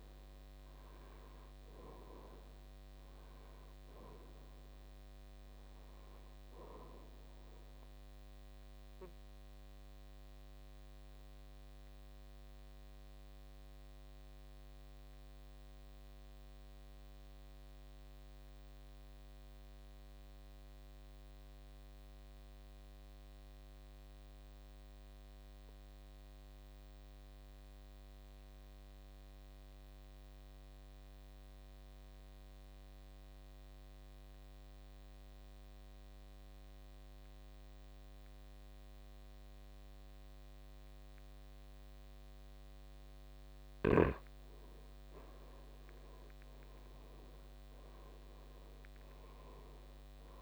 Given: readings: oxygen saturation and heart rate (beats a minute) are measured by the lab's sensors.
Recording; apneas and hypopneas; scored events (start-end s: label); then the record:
breathing in sleep, hard to hear, by a microphone on the trachea; 1
0.00-24.50 s: oxygen desaturation (device-marked, oxygen 83% lowest, heart rate 54 extreme)
9.00-44.00 s: obstructive apnea (oxygen 98% before, 76% lowest, heart rate 65 before, 54 extreme, up 11 after)
39.50-50.42 s: oxygen desaturation (device-marked, oxygen 98% before, 76% lowest, heart rate 59 before, 53 extreme)
46.00-49.50 s: arousal
From the record:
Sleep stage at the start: N2 (light sleep); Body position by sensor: on the back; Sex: male